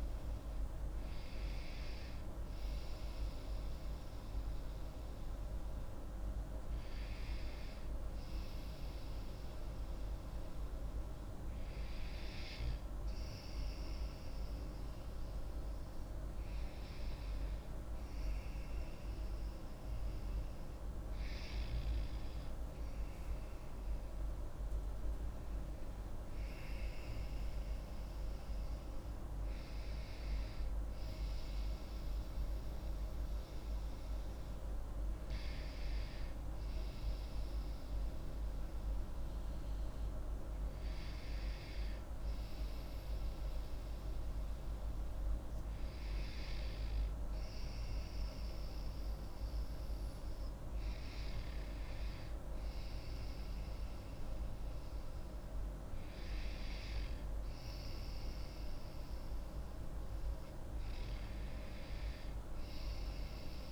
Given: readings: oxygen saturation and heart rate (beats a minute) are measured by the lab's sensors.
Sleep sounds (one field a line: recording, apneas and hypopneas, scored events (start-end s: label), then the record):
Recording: breathing in sleep, hard to hear, by a room microphone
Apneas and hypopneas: none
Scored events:
21.00-26.00 s: arousal
From the record:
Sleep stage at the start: N2 (light sleep)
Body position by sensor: on the back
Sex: female